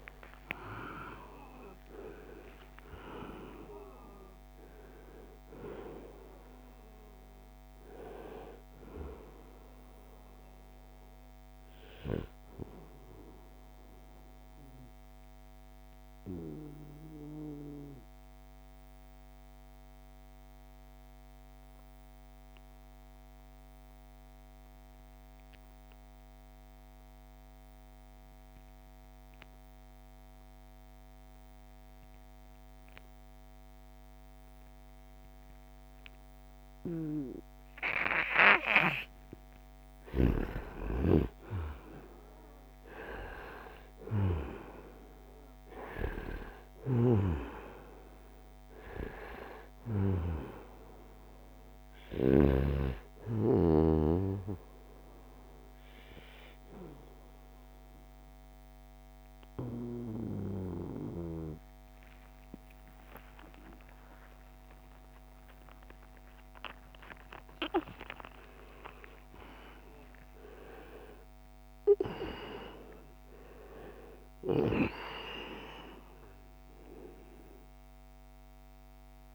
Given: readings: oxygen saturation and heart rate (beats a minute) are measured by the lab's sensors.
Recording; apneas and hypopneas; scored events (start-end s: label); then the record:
breathing in sleep by a microphone on the trachea; 2
9.00-16.00 s: oxygen desaturation (device-marked, oxygen 94% before, 91% lowest, heart rate 84 before, 68 extreme)
15.00-39.00 s: obstructive apnea (oxygen 96% before, 88% lowest, heart rate 87 before, 68 extreme, up 5 after)
35.00-63.00 s: oxygen desaturation (device-marked, oxygen 96% before, 88% lowest, heart rate 70 before, 68 extreme)
40.50-46.50 s: arousal
46.00-52.00 s: snoring (device-marked)
56.00-67.00 s: obstructive apnea (oxygen 96% before, 88% lowest, heart rate 74 before, 72 extreme, up 15 after)
64.00-79.35 s: new sleep stage, awake
67.00-69.00 s: long interval between heartbeats (device-marked, heart rate 78 before, 82 extreme)
From the record:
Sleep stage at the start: N2 (light sleep); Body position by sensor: on the right side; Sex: male